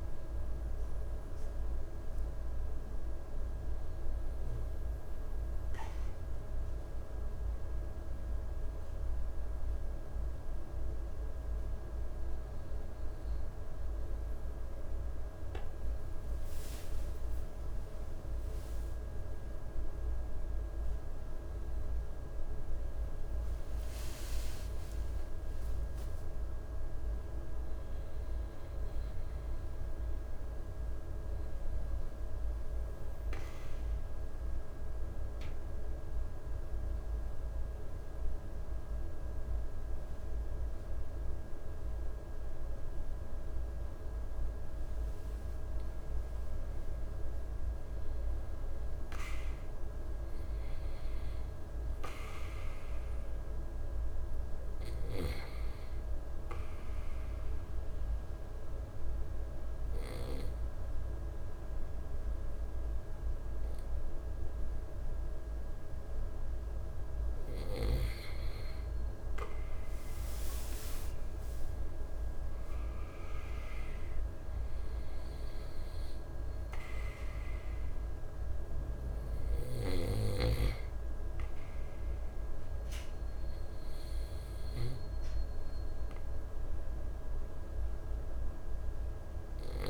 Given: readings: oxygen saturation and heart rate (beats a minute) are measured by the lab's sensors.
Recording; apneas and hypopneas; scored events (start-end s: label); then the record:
breathing in sleep, hard to hear, by a room microphone; 3
2.00-15.50 s: hypopnea (oxygen 98% before, 95% lowest, heart rate 62 before, 58 extreme, up 10 after)
20.00-24.50 s: arousal
33.50-46.50 s: obstructive apnea (oxygen 98% before, 95% lowest, heart rate 72 before, 58 extreme, up 7 after)
49.00-52.00 s: arousal
57.00-68.50 s: obstructive apnea (oxygen 98% before, 95% lowest, heart rate 61 before, 58 extreme, up 9 after)
71.00-74.50 s: arousal
From the record:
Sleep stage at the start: N2 (light sleep); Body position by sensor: on the right side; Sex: male